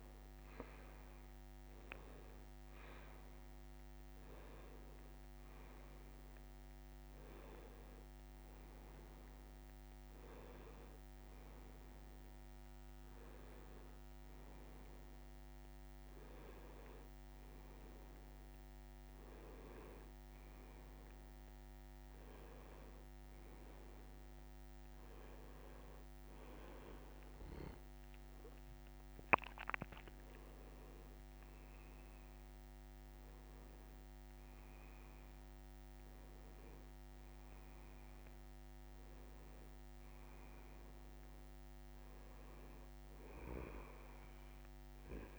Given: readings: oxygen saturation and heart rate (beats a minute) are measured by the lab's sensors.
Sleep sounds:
breathing in sleep by a microphone on the trachea; none
0.00-3.00 s: arousal
From the record:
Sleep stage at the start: N1 (lightest sleep); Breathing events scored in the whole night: 319 in 4.1 hours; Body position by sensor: on the right side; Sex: male

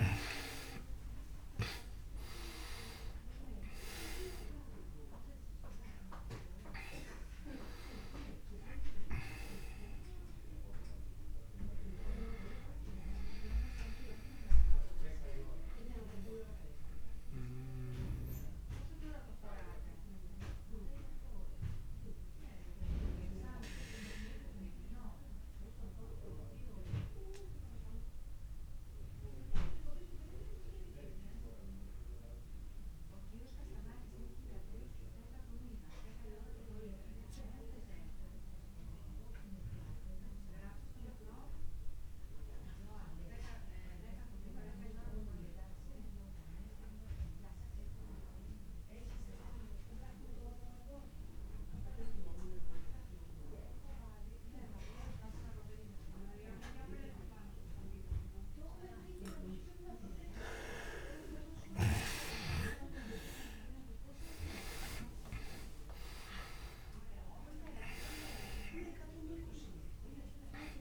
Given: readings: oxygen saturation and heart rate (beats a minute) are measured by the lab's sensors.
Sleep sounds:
breathing in sleep by a room microphone; 1
0.00-6.00 s: arousal
0.00-30.00 s: oxygen desaturation (device-marked, oxygen 83% lowest)
16.50-59.50 s: obstructive apnea (oxygen 97% before, 81% lowest)
50.00-70.81 s: oxygen desaturation (device-marked, oxygen 99% before, 81% lowest)
63.50-69.50 s: arousal
From the record:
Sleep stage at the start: N2 (light sleep); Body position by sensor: on the back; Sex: male

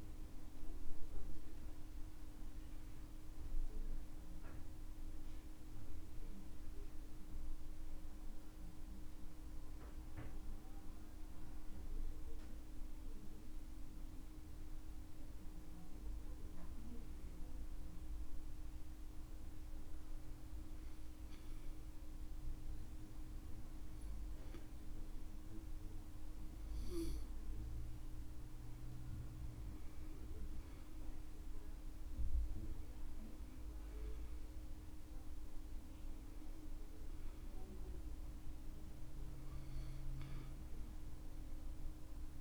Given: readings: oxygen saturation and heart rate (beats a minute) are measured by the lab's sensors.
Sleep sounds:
breathing in sleep, hard to hear, by a room microphone; 1
18.50-29.50 s: obstructive apnea (oxygen 99% before, 93% lowest, heart rate 65 before, 63 extreme, up 4 after)
32.50-38.00 s: arousal
From the record:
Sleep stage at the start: REM sleep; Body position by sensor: on the back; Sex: male

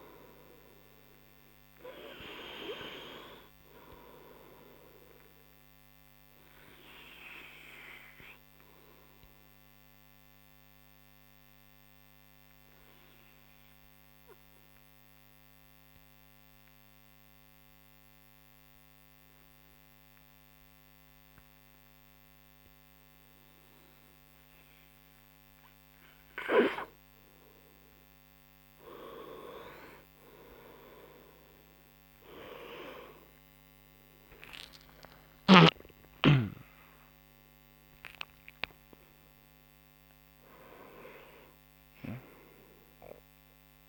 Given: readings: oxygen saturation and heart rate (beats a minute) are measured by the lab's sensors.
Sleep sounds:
breathing in sleep by a microphone on the trachea; 1
6.00-25.50 s: obstructive apnea (oxygen 97% before, 93% lowest)
14.00-21.00 s: oxygen desaturation (device-marked, oxygen 97% before, 93% lowest)
28.00-32.50 s: arousal
From the record:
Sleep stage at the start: N2 (light sleep); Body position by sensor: on the front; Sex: male

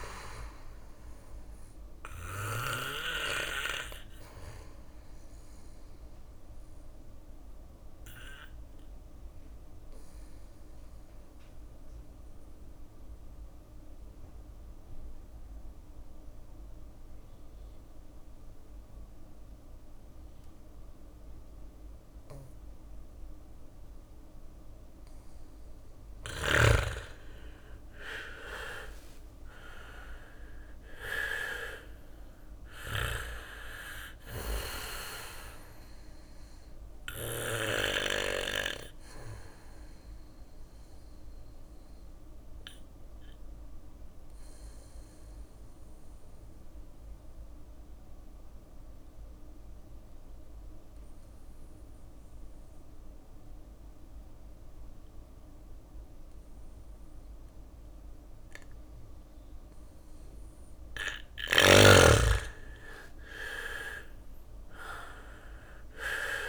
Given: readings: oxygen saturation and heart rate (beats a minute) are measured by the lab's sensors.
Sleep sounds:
breathing in sleep by a room microphone; 2
0.00-2.00 s: drop in pulse transit time (device-marked, heart rate 58 extreme)
0.00-9.00 s: bradycardia (device-marked, heart rate 56 extreme)
0.00-13.00 s: oxygen desaturation (device-marked, oxygen 93% lowest, heart rate 56 extreme)
4.50-23.50 s: obstructive apnea (oxygen 99% before, 91% lowest, heart rate 61 before, 56 extreme, up 4 after)
18.00-24.00 s: bradycardia (device-marked, heart rate 61 before, 59 extreme)
26.50-32.00 s: arousal
27.00-38.00 s: drop in pulse transit time (device-marked, heart rate 59 before, 58 extreme)
31.00-51.00 s: oxygen desaturation (device-marked, oxygen 98% before, 91% lowest, heart rate 60 before, 56 extreme)
33.00-48.00 s: bradycardia (device-marked, heart rate 61 before, 56 extreme)
39.50-58.00 s: obstructive apnea (oxygen 99% before, 91% lowest, heart rate 60 before, 57 extreme, up 4 after)
61.50-66.00 s: arousal
62.00-66.49 s: drop in pulse transit time (device-marked, heart rate 59 before, 60 extreme)
62.00-66.49 s: oxygen desaturation (device-marked, oxygen 99% before, 91% lowest, heart rate 59 before, 58 extreme)
From the record:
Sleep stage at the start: N2 (light sleep); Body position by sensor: on the back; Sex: male

